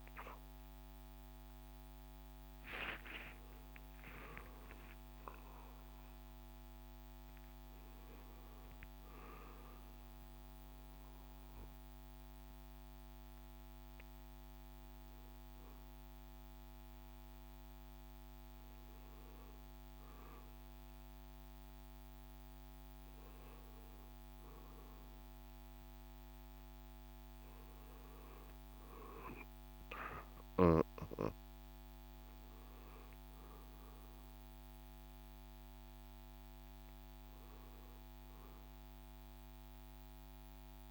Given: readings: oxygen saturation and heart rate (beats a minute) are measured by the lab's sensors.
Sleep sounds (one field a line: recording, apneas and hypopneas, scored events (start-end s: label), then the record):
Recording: a person partly awake in a sleep study, by a microphone on the trachea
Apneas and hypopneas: none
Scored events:
0.00-9.50 s: drop in pulse transit time (device-marked, heart rate 84 extreme)
11.50-40.91 s: new sleep stage, N1 (lightest sleep)
31.50-40.91 s: oxygen desaturation (device-marked, oxygen 97% before, 94% lowest, heart rate 77 before, 71 extreme)
From the record:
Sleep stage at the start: awake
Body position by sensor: on the back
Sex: male